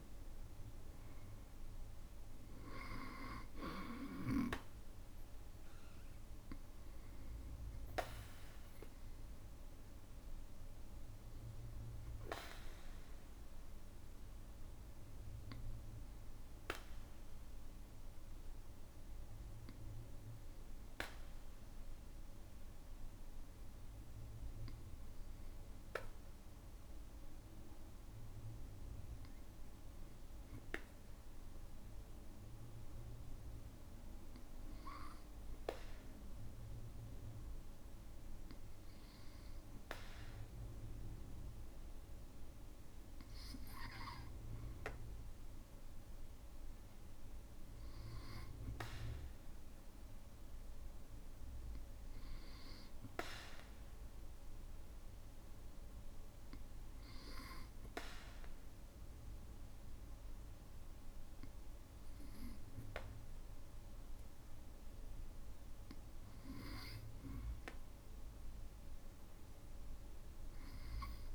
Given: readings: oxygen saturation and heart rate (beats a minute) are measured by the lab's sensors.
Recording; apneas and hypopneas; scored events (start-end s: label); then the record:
breathing in sleep by a room microphone; 1
15.50-47.00 s: hypopnea (oxygen 95% before, 94% lowest, heart rate 58 before, 49 extreme, up 2 after)
50.50-55.00 s: arousal
From the record:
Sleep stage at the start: N2 (light sleep); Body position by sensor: on the back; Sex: male